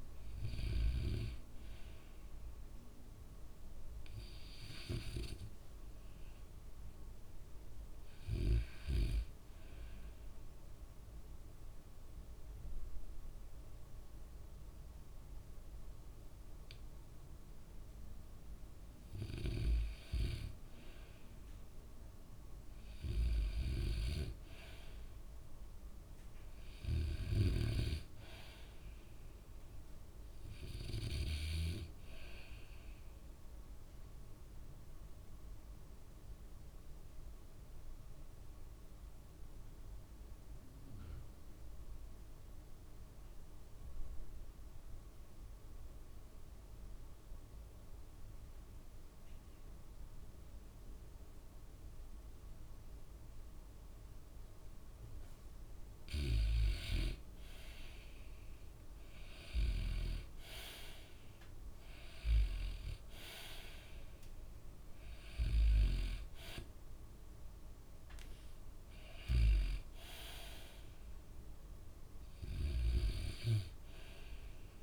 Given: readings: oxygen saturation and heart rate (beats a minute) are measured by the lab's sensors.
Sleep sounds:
breathing in sleep by a room microphone; 2
0.00-1.50 s: oxygen desaturation (device-marked, oxygen 81% lowest, heart rate 59 extreme)
3.50-6.00 s: arousal
9.50-20.50 s: obstructive apnea (oxygen 98% before, 87% lowest, heart rate 71 before, 57 extreme, up 1 after)
23.00-26.00 s: arousal
27.50-49.50 s: oxygen desaturation (device-marked, oxygen 98% before, 94% lowest, heart rate 66 before, 57 extreme)
33.00-55.00 s: obstructive apnea (oxygen 98% before, 87% lowest, heart rate 65 before, 57 extreme, up 7 after)
56.50-74.83 s: oxygen desaturation (device-marked, oxygen 96% before, 87% lowest, heart rate 59 before, 62 extreme)
57.50-60.00 s: arousal
From the record:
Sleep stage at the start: REM sleep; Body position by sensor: on the back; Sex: male

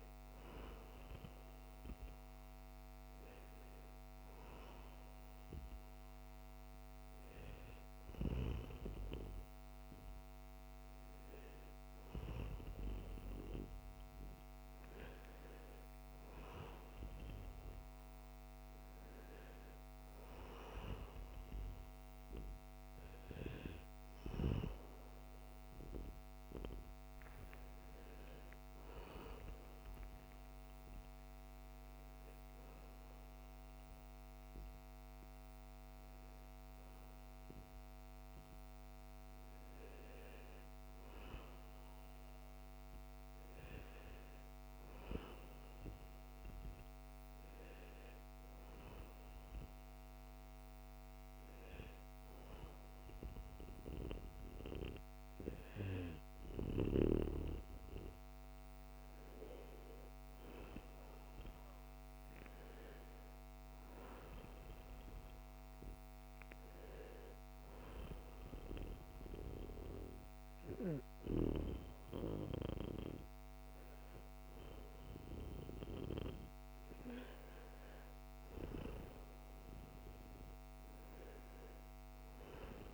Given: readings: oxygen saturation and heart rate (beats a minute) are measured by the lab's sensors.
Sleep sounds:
a person partly awake in a sleep study, by a microphone on the trachea; 1
38.50-82.94 s: new sleep stage, N1 (lightest sleep)
67.00-77.50 s: hypopnea (oxygen 93% before, 90% lowest, heart rate 81 before, 81 extreme, up 0 after)
79.00-82.94 s: arousal
From the record:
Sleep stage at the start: awake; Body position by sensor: on the right side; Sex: male

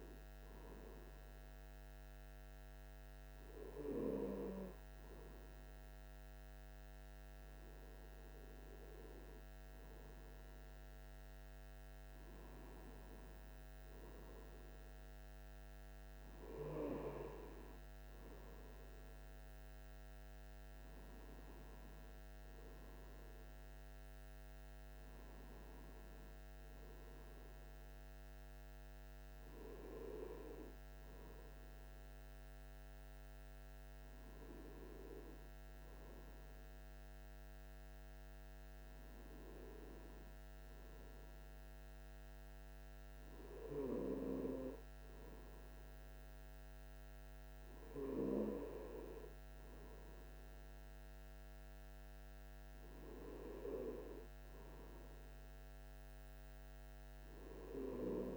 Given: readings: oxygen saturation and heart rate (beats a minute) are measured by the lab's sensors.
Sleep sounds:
breathing in sleep by a microphone on the trachea; none
9.00-12.50 s: arousal
From the record:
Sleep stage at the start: N2 (light sleep); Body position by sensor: on the right side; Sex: male

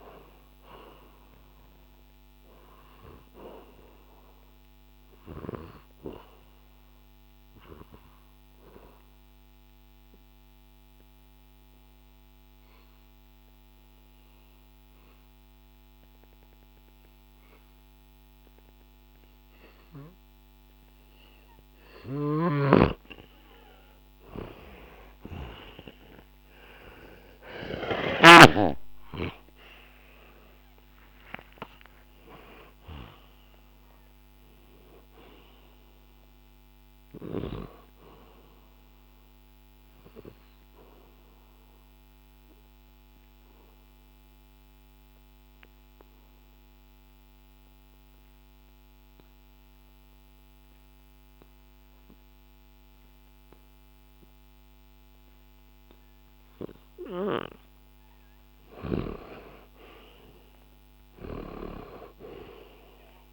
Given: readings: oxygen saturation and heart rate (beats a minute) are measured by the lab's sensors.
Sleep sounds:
breathing in sleep by a microphone on the trachea; 2
0.00-17.50 s: oxygen desaturation (device-marked, oxygen 89% lowest, heart rate 64 extreme)
2.00-21.00 s: obstructive apnea (oxygen 96% before, 89% lowest, heart rate 68 before, 64 extreme, up 2 after)
22.00-28.00 s: snoring (device-marked)
26.50-31.50 s: arousal
33.50-51.50 s: oxygen desaturation (device-marked, oxygen 97% before, 90% lowest, heart rate 67 before, 65 extreme)
38.00-57.50 s: obstructive apnea (oxygen 98% before, 90% lowest, heart rate 68 before, 65 extreme, up 0 after)
59.00-63.33 s: arousal
61.00-63.33 s: snoring (device-marked)
From the record:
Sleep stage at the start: N2 (light sleep); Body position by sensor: on the back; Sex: male

